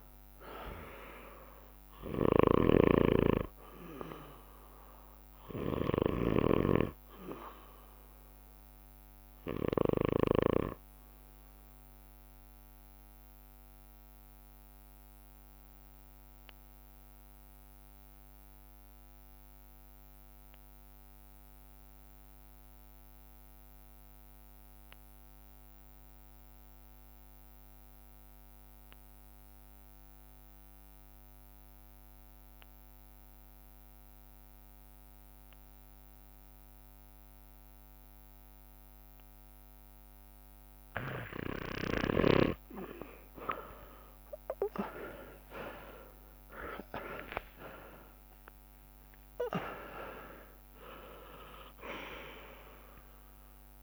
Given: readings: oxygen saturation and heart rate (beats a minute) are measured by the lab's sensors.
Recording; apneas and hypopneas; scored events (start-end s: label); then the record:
breathing in sleep by a microphone on the trachea; 1
0.00-21.00 s: oxygen desaturation (device-marked, oxygen 90% lowest)
2.00-10.50 s: snoring (device-marked)
12.50-41.00 s: obstructive apnea (oxygen 99% before, 86% lowest)
43.00-53.82 s: oxygen desaturation (device-marked, oxygen 98% before, 86% lowest)
44.50-50.00 s: arousal
47.00-49.00 s: long interval between heartbeats (device-marked)
49.00-53.82 s: bradycardia (device-marked)
From the record:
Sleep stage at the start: N2 (light sleep); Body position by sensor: on the right side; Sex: male